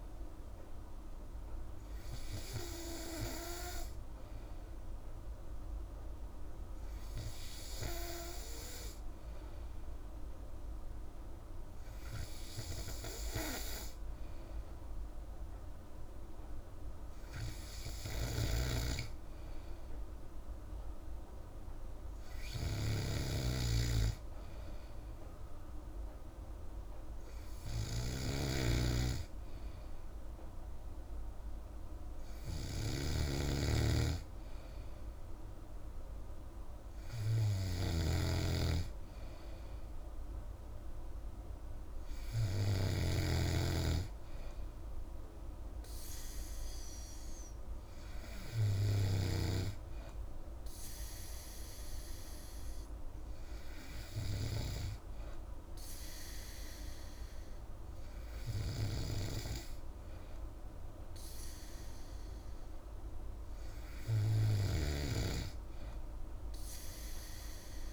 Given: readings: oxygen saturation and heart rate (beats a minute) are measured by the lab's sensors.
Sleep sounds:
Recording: breathing in sleep by a room microphone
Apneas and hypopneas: none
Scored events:
18.00-43.00 s: snoring (device-marked)
57.00-67.93 s: new sleep stage, N3 (deep sleep)
From the record:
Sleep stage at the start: N2 (light sleep)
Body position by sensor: on the back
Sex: female

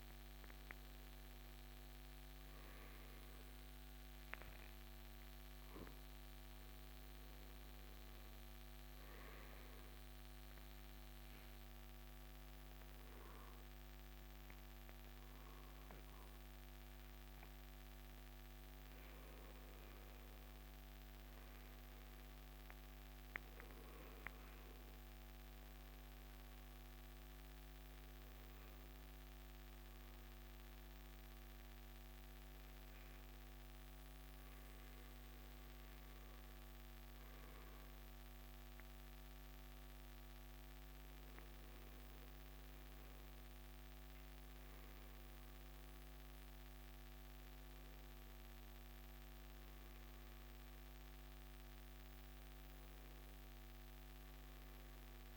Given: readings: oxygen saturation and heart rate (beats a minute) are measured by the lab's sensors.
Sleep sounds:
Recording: breathing in sleep, hard to hear, by a microphone on the trachea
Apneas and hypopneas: 1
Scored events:
0.00-13.00 s: oxygen desaturation (device-marked, oxygen 92% lowest, heart rate 65 extreme)
11.00-22.00 s: hypopnea (oxygen 96% before, 92% lowest, heart rate 67 before, 65 extreme, up 6 after)
26.00-55.37 s: new sleep stage, N1 (lightest sleep)
26.50-32.00 s: arousal
From the record:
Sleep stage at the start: N2 (light sleep)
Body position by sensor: on the right side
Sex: male

